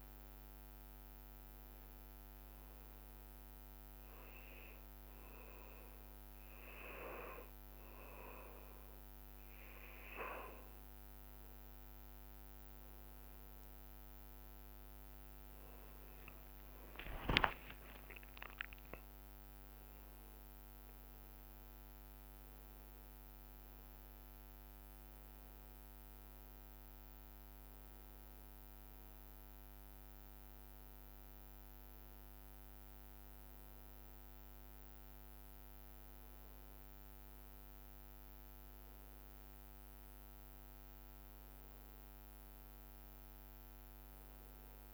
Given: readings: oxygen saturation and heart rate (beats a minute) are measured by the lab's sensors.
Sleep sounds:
breathing in sleep by a microphone on the trachea; none
17.00-20.50 s: arousal
17.50-20.50 s: tachycardia (device-marked, heart rate 72 before, 100 extreme)
18.00-20.00 s: long interval between heartbeats (device-marked, heart rate 69 before, 88 extreme)
From the record:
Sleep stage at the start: N2 (light sleep); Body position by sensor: on the back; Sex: male

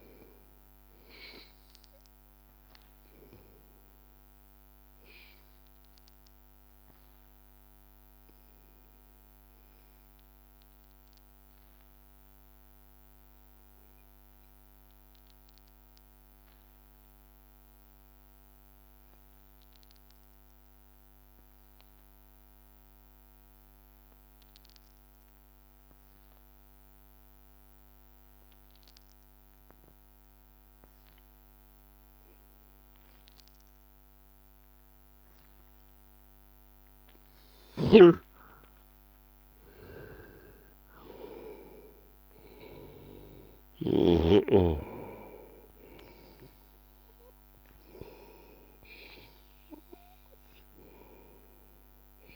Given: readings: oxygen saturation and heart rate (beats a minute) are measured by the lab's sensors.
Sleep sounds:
breathing in sleep by a microphone on the trachea; 1
0.00-14.00 s: oxygen desaturation (device-marked, oxygen 91% lowest, heart rate 81 extreme)
5.50-36.00 s: hypopnea (oxygen 97% before, 91% lowest, heart rate 84 before, 81 extreme, up 2 after)
31.00-52.35 s: oxygen desaturation (device-marked, oxygen 99% before, 94% lowest, heart rate 82 before, 80 extreme)
38.00-41.00 s: arousal
From the record:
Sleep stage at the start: N2 (light sleep); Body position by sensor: on the back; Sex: male

